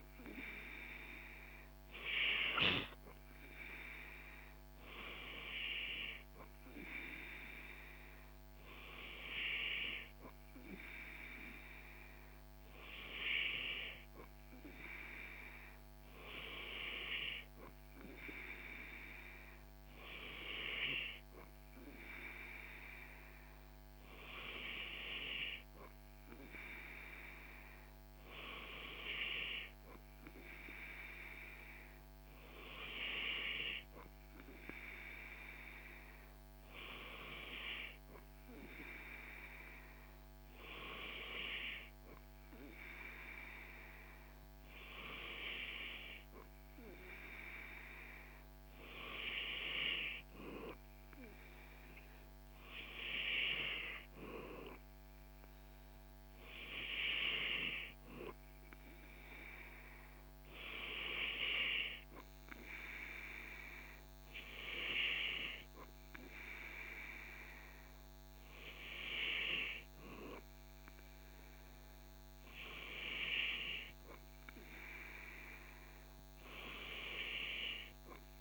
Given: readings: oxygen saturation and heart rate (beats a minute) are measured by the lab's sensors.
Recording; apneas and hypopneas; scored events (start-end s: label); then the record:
breathing in sleep by a microphone on the trachea; none
none scored
From the record:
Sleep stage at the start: N2 (light sleep); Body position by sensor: on the back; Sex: male